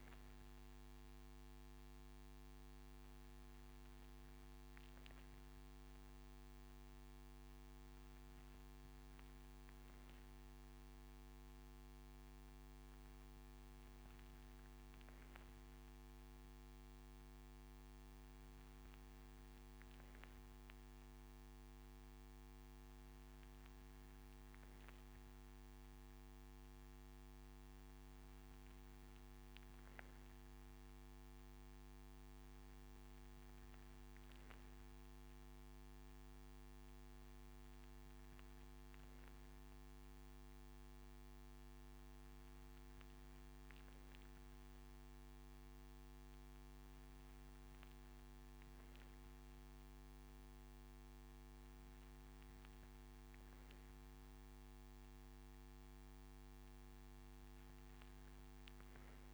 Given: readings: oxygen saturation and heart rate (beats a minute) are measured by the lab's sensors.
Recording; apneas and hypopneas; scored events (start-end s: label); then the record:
breathing in sleep, hard to hear, by a microphone on the trachea; none
none scored
From the record:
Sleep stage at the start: N3 (deep sleep); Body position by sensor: on the right side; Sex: male